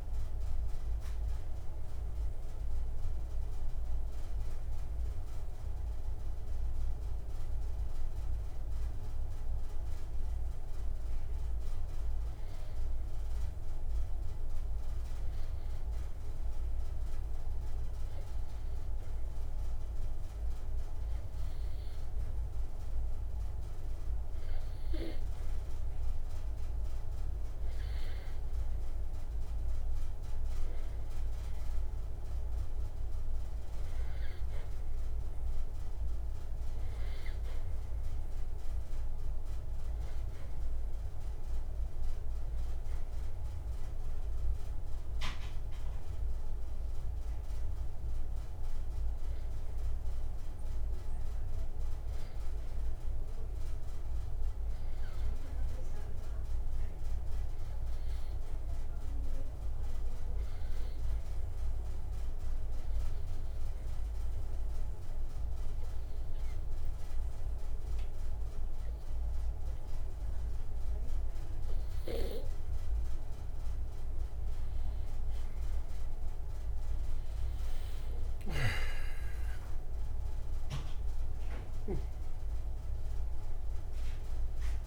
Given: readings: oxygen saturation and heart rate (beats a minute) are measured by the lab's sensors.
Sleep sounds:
breathing in sleep, hard to hear, by a room microphone; 2
7.00-25.50 s: hypopnea (oxygen 93% before, 90% lowest, heart rate 64 before, 60 extreme, up 2 after)
33.00-37.00 s: arousal
41.50-72.50 s: oxygen desaturation (device-marked, oxygen 95% before, 90% lowest, heart rate 63 before, 60 extreme)
56.50-60.50 s: arousal
64.00-75.00 s: obstructive apnea (oxygen 95% before, 88% lowest, heart rate 63 before, 62 extreme, up 14 after)
76.50-81.00 s: arousal
From the record:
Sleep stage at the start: N2 (light sleep); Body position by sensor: on the back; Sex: male

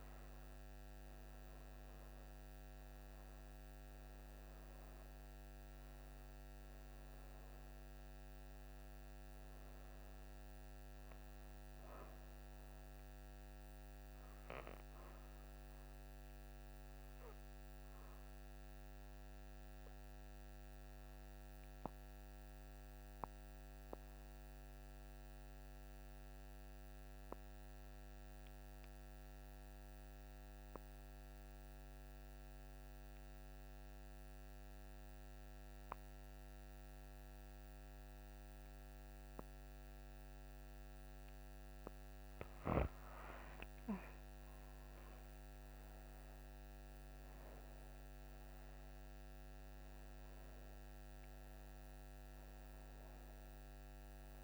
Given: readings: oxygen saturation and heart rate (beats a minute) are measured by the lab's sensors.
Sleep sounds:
breathing in sleep by a microphone on the trachea; 1
0.00-23.50 s: oxygen desaturation (device-marked, oxygen 83% lowest, heart rate 57 extreme)
15.00-41.50 s: obstructive apnea (oxygen 97% before, 80% lowest, heart rate 68 before, 57 extreme, up 10 after)
36.50-54.44 s: oxygen desaturation (device-marked, oxygen 98% before, 80% lowest, heart rate 62 before, 59 extreme)
43.50-49.00 s: arousal
From the record:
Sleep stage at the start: N2 (light sleep); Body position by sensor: on the back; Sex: female

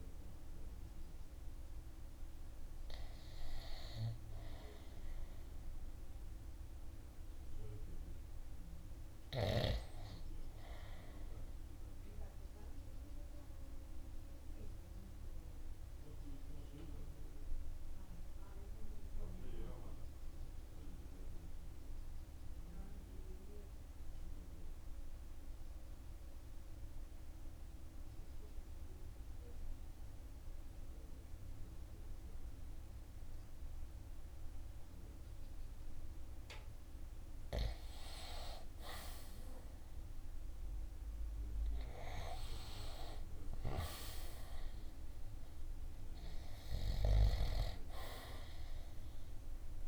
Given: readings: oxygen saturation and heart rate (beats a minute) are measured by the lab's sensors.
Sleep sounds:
breathing in sleep by a room microphone; 1
11.50-18.50 s: oxygen desaturation (device-marked, oxygen 94% before, 84% lowest, heart rate 55 before, 48 extreme)
11.50-35.00 s: obstructive apnea (oxygen 97% before, 84% lowest, heart rate 55 before, 48 extreme, up 9 after)
38.00-42.00 s: arousal
42.50-49.88 s: oxygen desaturation (device-marked, oxygen 96% before, 85% lowest, heart rate 51 before, 50 extreme)
From the record:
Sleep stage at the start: REM sleep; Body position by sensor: on the right side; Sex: male

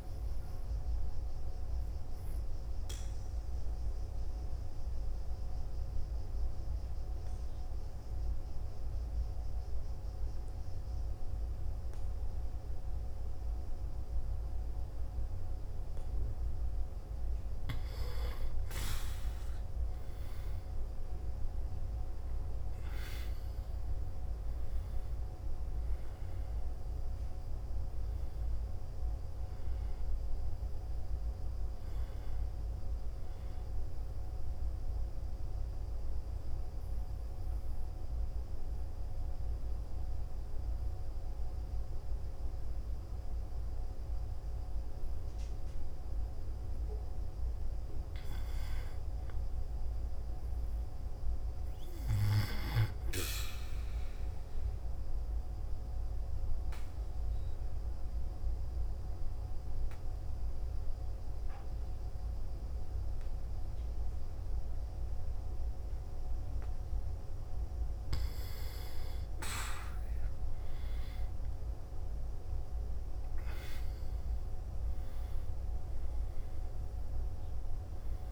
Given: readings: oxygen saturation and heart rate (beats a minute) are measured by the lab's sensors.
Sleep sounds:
breathing in sleep, hard to hear, by a room microphone; 3
1.00-17.00 s: obstructive apnea (oxygen 98% before, 91% lowest, heart rate 61 before, 57 extreme, up 1 after)
3.50-15.50 s: oxygen desaturation (device-marked, oxygen 98% before, 93% lowest, heart rate 61 before, 57 extreme)
19.00-23.50 s: arousal
26.50-52.50 s: oxygen desaturation (device-marked, oxygen 98% before, 91% lowest, heart rate 59 before, 59 extreme)
36.00-47.00 s: central apnea (oxygen 98% before, 90% lowest, heart rate 60 before, 59 extreme, up 2 after)
48.00-52.00 s: arousal
55.00-67.50 s: obstructive apnea (oxygen 98% before, 90% lowest, heart rate 60 before, 59 extreme, up 0 after)
69.50-73.50 s: arousal
From the record:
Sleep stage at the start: N2 (light sleep); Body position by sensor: on the back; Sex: male

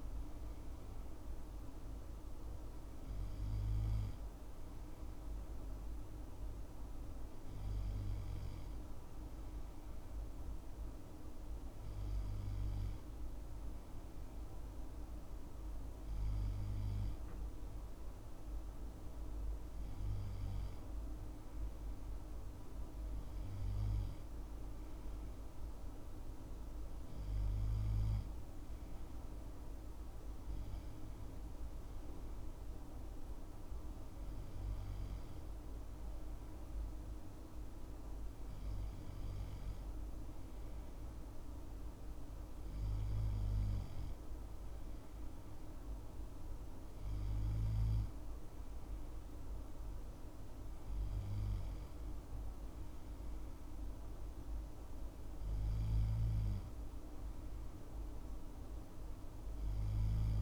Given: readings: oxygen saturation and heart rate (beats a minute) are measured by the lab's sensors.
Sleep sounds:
breathing in sleep, hard to hear, by a room microphone; none
none scored
From the record:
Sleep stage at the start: N2 (light sleep); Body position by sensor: on the left side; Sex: male

